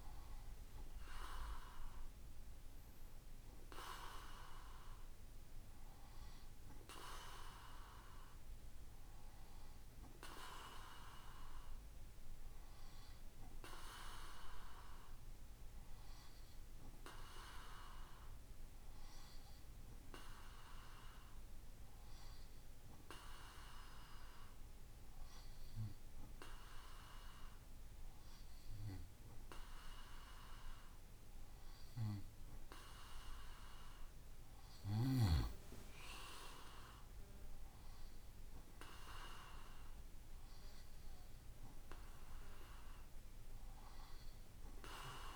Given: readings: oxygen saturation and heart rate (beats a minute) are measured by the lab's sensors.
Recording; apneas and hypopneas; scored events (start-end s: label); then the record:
breathing in sleep by a room microphone; none
none scored
From the record:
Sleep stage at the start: N2 (light sleep); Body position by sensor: on the right side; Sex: male